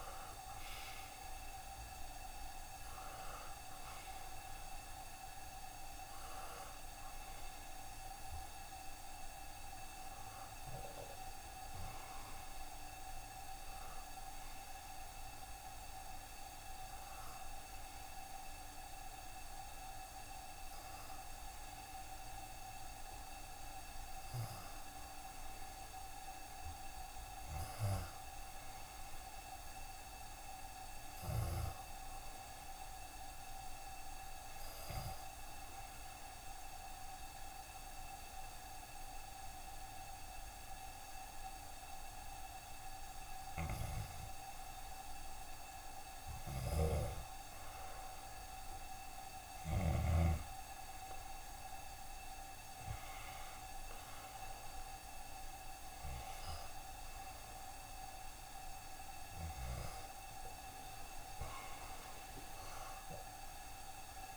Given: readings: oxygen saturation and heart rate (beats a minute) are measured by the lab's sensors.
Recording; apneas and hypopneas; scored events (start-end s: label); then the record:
breathing in sleep, hard to hear, by a room microphone; 1
0.00-24.00 s: oxygen desaturation (device-marked, oxygen 79% lowest, heart rate 68 extreme)
3.00-64.37 s: new sleep stage, N1 (lightest sleep)
24.00-28.00 s: arousal
34.00-45.00 s: hypopnea (oxygen 94% before, 86% lowest, heart rate 69 before, 69 extreme, up 2 after)
48.50-53.00 s: arousal
57.00-64.37 s: oxygen desaturation (device-marked, oxygen 89% before, 86% lowest, heart rate 70 before, 70 extreme)
From the record:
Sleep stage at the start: N2 (light sleep); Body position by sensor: on the back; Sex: male